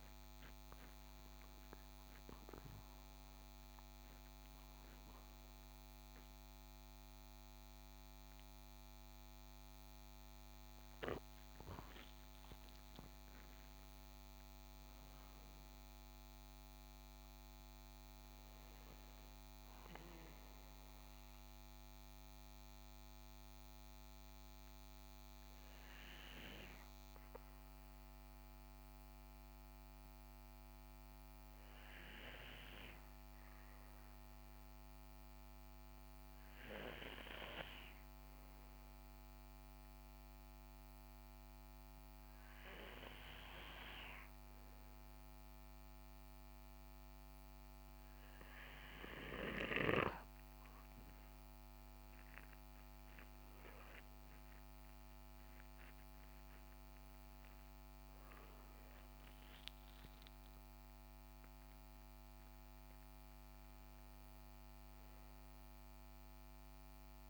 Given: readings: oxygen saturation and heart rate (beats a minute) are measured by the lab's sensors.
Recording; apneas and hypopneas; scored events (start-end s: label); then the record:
breathing in sleep by a microphone on the trachea; 2
0.00-1.00 s: oxygen desaturation (device-marked, oxygen 90% lowest, heart rate 57 extreme)
0.50-12.00 s: hypopnea (oxygen 93% before, 91% lowest, heart rate 82 before, 56 extreme, up 12 after)
13.00-16.50 s: arousal
33.00-48.50 s: obstructive apnea (oxygen 98% before, 93% lowest, heart rate 62 before, 59 extreme, up 12 after)
51.50-56.00 s: arousal
From the record:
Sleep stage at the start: N2 (light sleep); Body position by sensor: on the right side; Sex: male